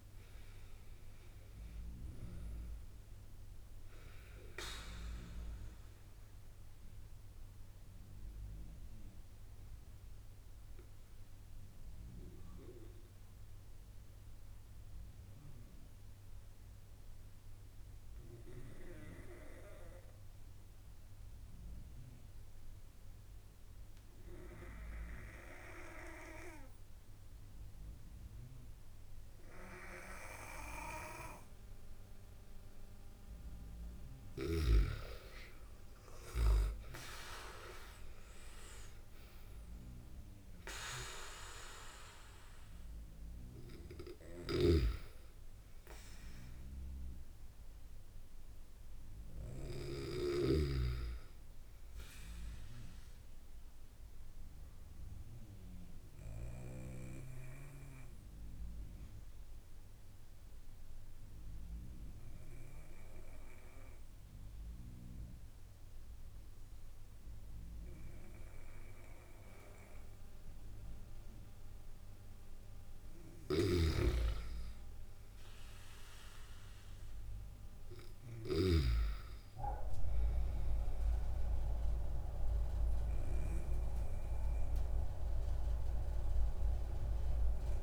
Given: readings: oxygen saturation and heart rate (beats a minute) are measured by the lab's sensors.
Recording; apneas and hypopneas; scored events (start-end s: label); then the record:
breathing in sleep by a room microphone; 2
0.00-17.50 s: oxygen desaturation (device-marked, oxygen 92% lowest)
7.50-33.50 s: obstructive apnea (oxygen 97% before, 92% lowest)
31.50-55.50 s: oxygen desaturation (device-marked, oxygen 98% before, 92% lowest)
36.00-39.50 s: arousal
44.50-51.00 s: snoring (device-marked)
53.00-73.00 s: obstructive apnea (oxygen 97% before, 93% lowest)
73.50-79.00 s: snoring (device-marked)
74.50-87.83 s: oxygen desaturation (device-marked, oxygen 97% before, 94% lowest)
75.00-78.00 s: arousal
From the record:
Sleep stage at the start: N2 (light sleep); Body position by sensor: on the back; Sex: male